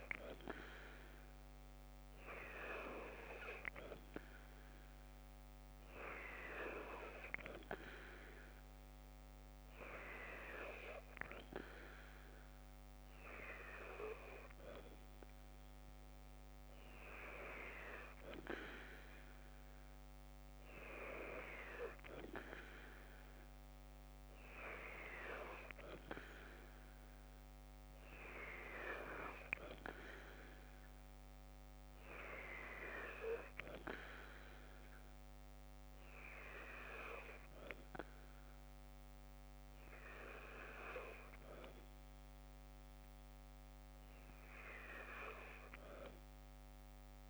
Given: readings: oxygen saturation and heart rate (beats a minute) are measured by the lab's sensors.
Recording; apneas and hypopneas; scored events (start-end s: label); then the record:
breathing in sleep by a microphone on the trachea; none
0.00-3.00 s: oxygen desaturation (device-marked, oxygen 91% lowest, heart rate 55 extreme)
From the record:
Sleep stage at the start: N2 (light sleep); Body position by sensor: on the left side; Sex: female